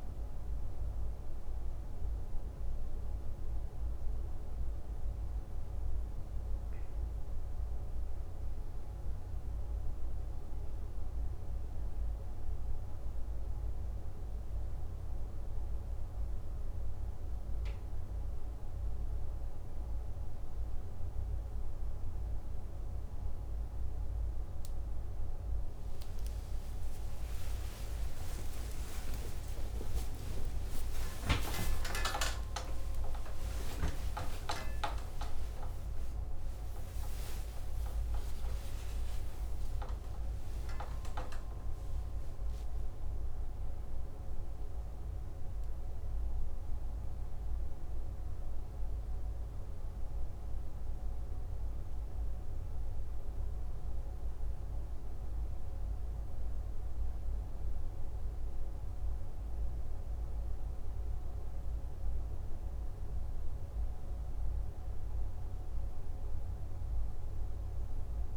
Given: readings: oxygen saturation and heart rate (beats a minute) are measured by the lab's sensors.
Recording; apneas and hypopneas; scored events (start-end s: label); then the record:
a person partly awake in a sleep study, by a room microphone; none
19.50-49.50 s: new sleep stage, awake
33.50-47.50 s: oxygen desaturation (device-marked, oxygen 98% before, 94% lowest, heart rate 68 before, 60 extreme)
35.00-37.00 s: long interval between heartbeats (device-marked, heart rate 68 before, 90 extreme)
38.00-40.00 s: long interval between heartbeats (device-marked, heart rate 72 before, 105 extreme)
49.50-68.37 s: new sleep stage, N2 (light sleep)
From the record:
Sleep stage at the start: N2 (light sleep); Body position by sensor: on the back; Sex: male